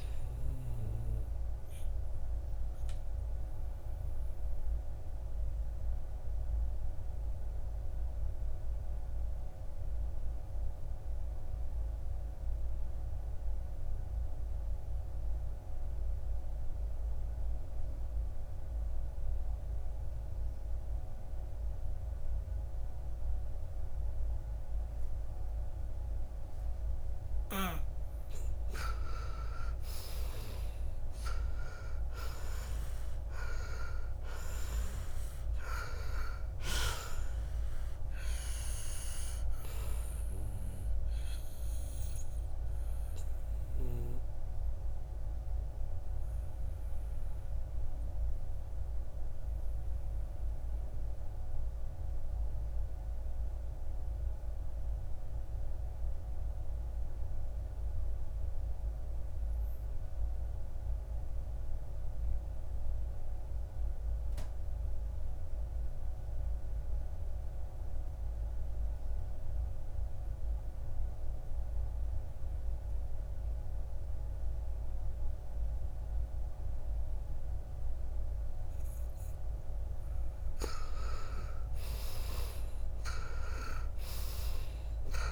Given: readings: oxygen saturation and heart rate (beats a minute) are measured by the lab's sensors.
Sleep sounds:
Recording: breathing in sleep by a room microphone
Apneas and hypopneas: 2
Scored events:
2.50-27.00 s: obstructive apnea (oxygen 98% before, 76% lowest, heart rate 65 before, 54 extreme, up 11 after)
20.50-52.50 s: oxygen desaturation (device-marked, oxygen 94% before, 76% lowest, heart rate 59 before, 54 extreme)
29.50-33.50 s: arousal
42.00-79.00 s: obstructive apnea (oxygen 94% before, 73% lowest, heart rate 69 before, 54 extreme, up 10 after)
65.50-85.32 s: oxygen desaturation (device-marked, oxygen 98% before, 73% lowest, heart rate 58 before, 59 extreme)
80.50-84.50 s: arousal
From the record:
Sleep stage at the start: N2 (light sleep)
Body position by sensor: on the back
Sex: male

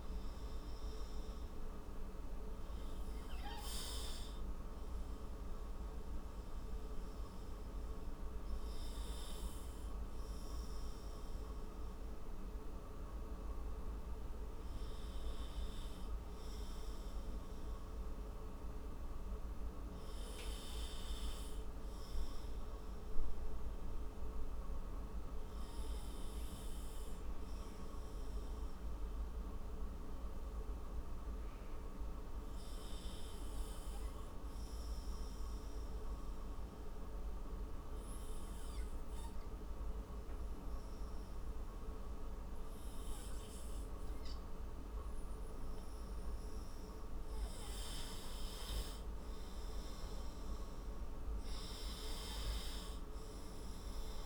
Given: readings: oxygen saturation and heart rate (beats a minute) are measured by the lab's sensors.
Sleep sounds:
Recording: breathing in sleep, hard to hear, by a room microphone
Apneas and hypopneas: none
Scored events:
0.50-4.50 s: arousal
From the record:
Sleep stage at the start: N2 (light sleep)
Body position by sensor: on the right side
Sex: male

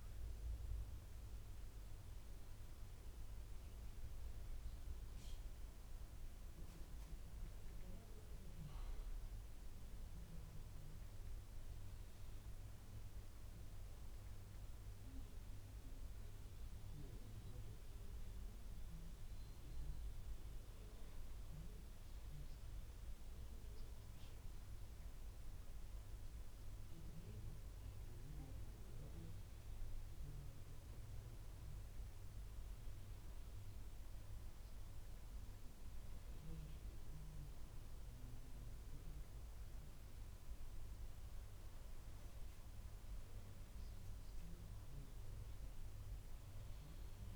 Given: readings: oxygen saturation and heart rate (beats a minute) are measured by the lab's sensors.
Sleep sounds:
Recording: breathing in sleep, hard to hear, by a room microphone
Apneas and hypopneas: none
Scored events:
none scored
From the record:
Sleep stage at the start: N2 (light sleep)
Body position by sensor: on the back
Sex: male

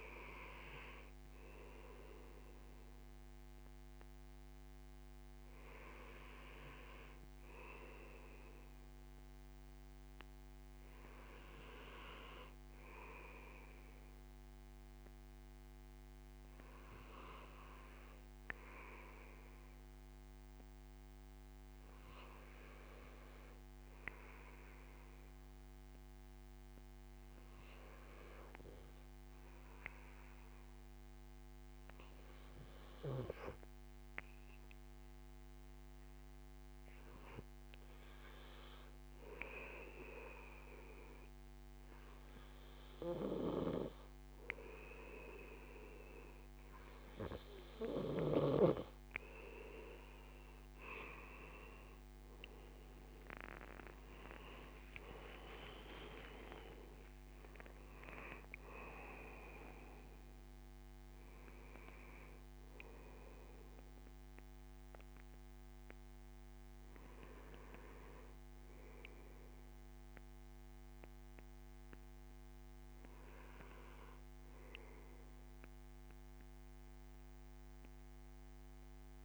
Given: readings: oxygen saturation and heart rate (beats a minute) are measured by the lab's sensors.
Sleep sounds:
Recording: breathing in sleep by a microphone on the trachea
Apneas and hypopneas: 1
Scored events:
3.00-48.50 s: obstructive apnea (oxygen 95% before, 93% lowest, heart rate 83 before, 69 extreme, up 9 after)
51.50-56.50 s: arousal
From the record:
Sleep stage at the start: N2 (light sleep)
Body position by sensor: on the right side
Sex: male

